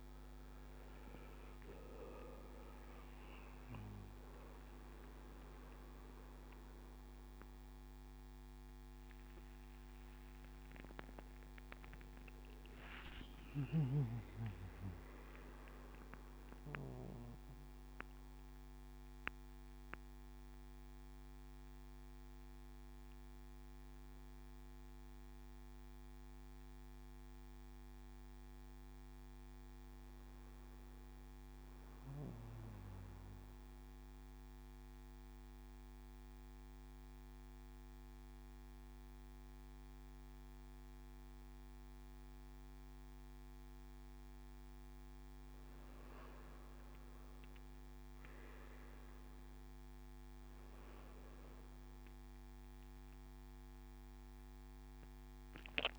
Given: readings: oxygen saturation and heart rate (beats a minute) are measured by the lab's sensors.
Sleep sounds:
breathing in sleep, hard to hear, by a microphone on the trachea; none
10.00-14.50 s: arousal
49.00-55.99 s: new sleep stage, awake
52.00-55.99 s: oxygen desaturation (device-marked, oxygen 98% before, 92% lowest, heart rate 88 before, 88 extreme)
From the record:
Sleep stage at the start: N1 (lightest sleep); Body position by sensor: on the back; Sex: male

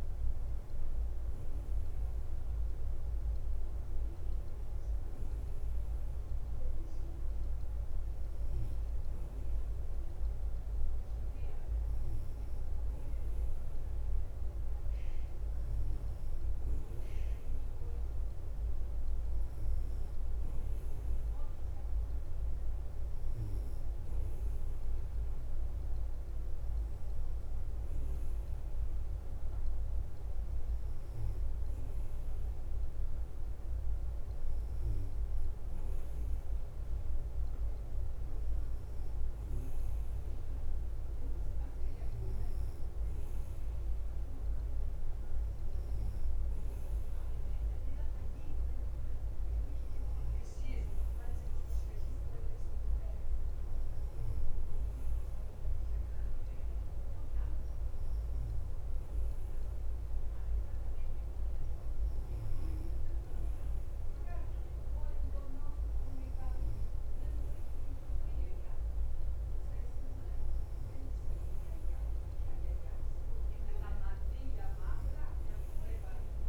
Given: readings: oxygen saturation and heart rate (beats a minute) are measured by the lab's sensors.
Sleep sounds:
breathing in sleep, hard to hear, by a room microphone; none
0.00-76.49 s: bradycardia (device-marked, heart rate 49 extreme)
From the record:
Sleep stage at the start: N3 (deep sleep); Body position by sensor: on the right side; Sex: male

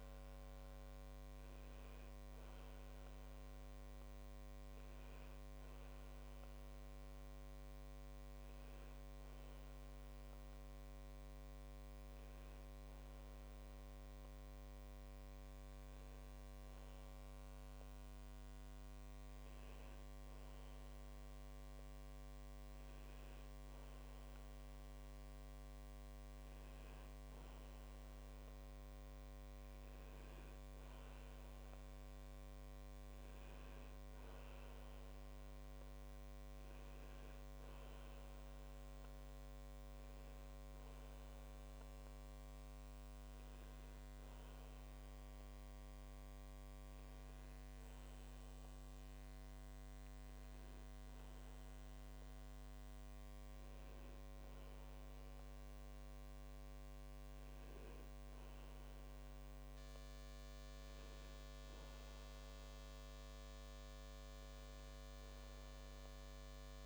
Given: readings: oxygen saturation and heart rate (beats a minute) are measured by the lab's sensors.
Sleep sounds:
breathing in sleep, hard to hear, by a microphone on the trachea; 1
7.50-20.50 s: hypopnea (oxygen 98% before, 96% lowest)
19.50-66.86 s: new sleep stage, N2 (light sleep)
23.00-27.00 s: arousal
From the record:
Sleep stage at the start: N1 (lightest sleep); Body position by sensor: on the back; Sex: male

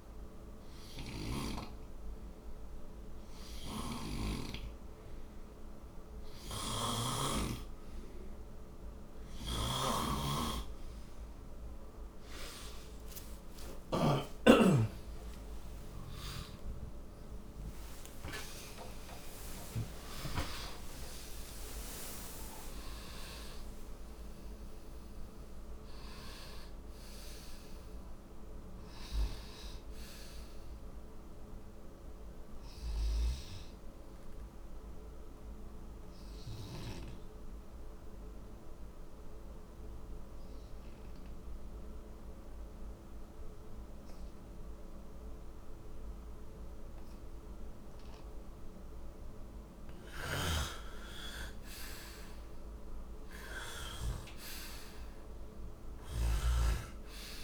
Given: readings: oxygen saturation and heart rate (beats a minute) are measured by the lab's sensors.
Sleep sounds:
breathing in sleep by a room microphone; 1
0.00-1.00 s: snoring (device-marked)
3.00-14.00 s: snoring (device-marked)
14.00-21.50 s: arousal
35.50-51.00 s: obstructive apnea (oxygen 95% before, 86% lowest, heart rate 107 before, 54 extreme, up 12 after)
50.00-57.44 s: snoring (device-marked)
53.00-56.00 s: arousal
53.00-57.44 s: oxygen desaturation (device-marked, oxygen 96% before, 86% lowest, heart rate 63 before, 54 extreme)
From the record:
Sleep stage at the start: N2 (light sleep); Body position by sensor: on the right side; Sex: male

